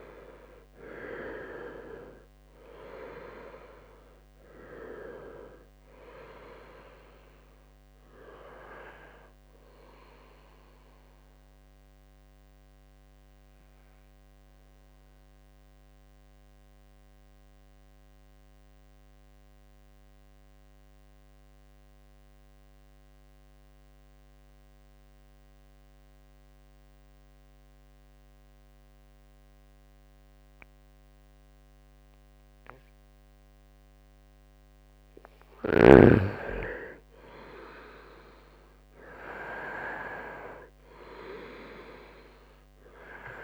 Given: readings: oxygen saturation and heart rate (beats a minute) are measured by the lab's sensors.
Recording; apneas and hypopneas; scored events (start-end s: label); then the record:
breathing in sleep by a microphone on the trachea; 1
0.00-1.00 s: arousal
2.50-27.50 s: oxygen desaturation (device-marked, oxygen 97% before, 86% lowest, heart rate 68 before, 61 extreme)
10.00-34.00 s: mixed apnea (oxygen 98% before, 86% lowest, heart rate 70 before, 61 extreme, up 4 after)
35.50-43.44 s: oxygen desaturation (device-marked, oxygen 99% before, 86% lowest, heart rate 65 before, 65 extreme)
36.00-40.50 s: arousal
From the record:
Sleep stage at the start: N2 (light sleep); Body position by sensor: on the right side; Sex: male